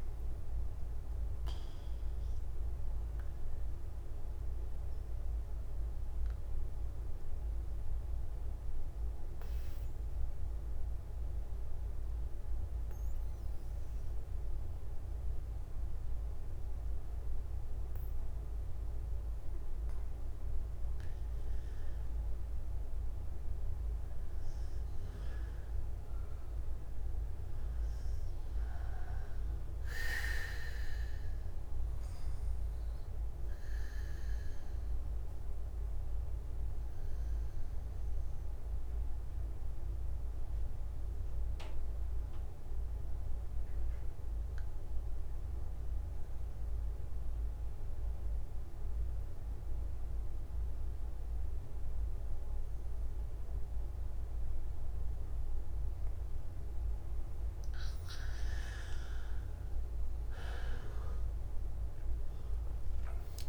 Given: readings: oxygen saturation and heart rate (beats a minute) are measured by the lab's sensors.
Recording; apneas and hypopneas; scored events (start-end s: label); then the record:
breathing in sleep, hard to hear, by a room microphone; 2
0.00-9.00 s: oxygen desaturation (device-marked, oxygen 93% lowest, heart rate 85 extreme)
5.50-20.50 s: mixed apnea (oxygen 99% before, 92% lowest, heart rate 177 before, 85 extreme, up 52 after)
29.00-46.00 s: oxygen desaturation (device-marked, oxygen 99% before, 92% lowest, heart rate 125 before, 122 extreme)
32.50-57.50 s: obstructive apnea (oxygen 99% before, 92% lowest, heart rate 119 before, 134 extreme, up 14 after)
62.00-63.49 s: oxygen desaturation (device-marked, oxygen 99% before, 93% lowest, heart rate 151 before, 99 extreme)
From the record:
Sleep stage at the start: N2 (light sleep); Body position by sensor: on the back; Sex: male